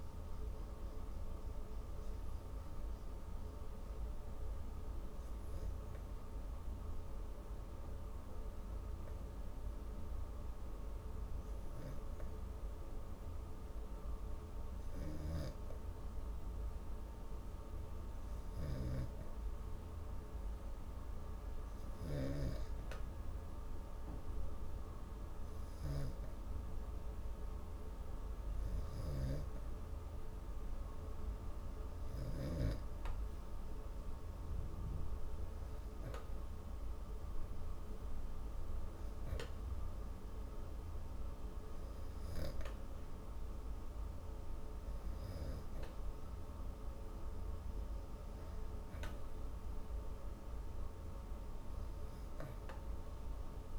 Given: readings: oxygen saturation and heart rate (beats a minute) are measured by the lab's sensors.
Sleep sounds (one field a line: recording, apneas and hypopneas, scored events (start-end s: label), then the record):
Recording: breathing in sleep, hard to hear, by a room microphone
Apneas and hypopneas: 1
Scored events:
3.00-19.00 s: obstructive apnea (oxygen 97% before, 94% lowest)
18.00-22.00 s: snoring (device-marked)
20.50-24.00 s: arousal
21.00-42.00 s: oxygen desaturation (device-marked, oxygen 98% before, 94% lowest)
From the record:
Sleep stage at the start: N2 (light sleep)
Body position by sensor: on the back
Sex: female